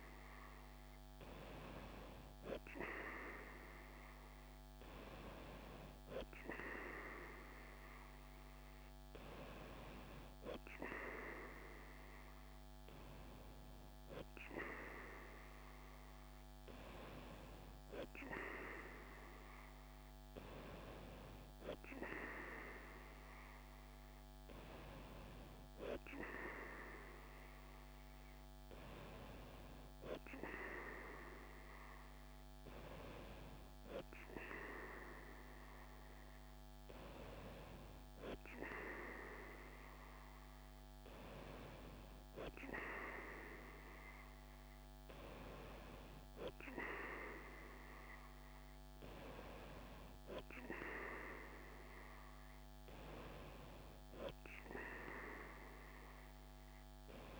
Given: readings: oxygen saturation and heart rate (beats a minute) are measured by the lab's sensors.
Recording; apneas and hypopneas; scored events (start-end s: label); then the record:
breathing in sleep by a microphone on the trachea; none
none scored
From the record:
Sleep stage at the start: N3 (deep sleep); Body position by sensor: on the right side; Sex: female